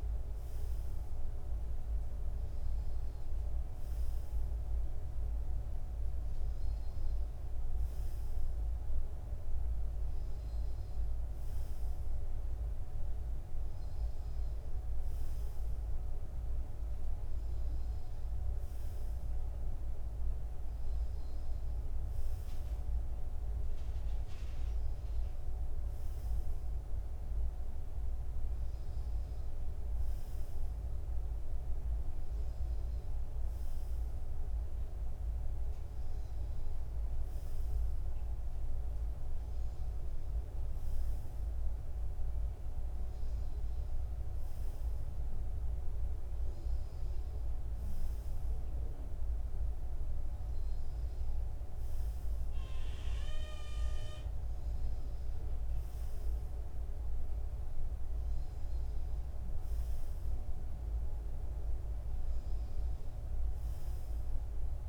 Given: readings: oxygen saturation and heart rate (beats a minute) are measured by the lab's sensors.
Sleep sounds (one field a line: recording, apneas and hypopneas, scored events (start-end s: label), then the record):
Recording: breathing in sleep, hard to hear, by a room microphone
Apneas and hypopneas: none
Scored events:
none scored
From the record:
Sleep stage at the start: N3 (deep sleep)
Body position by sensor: on the front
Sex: male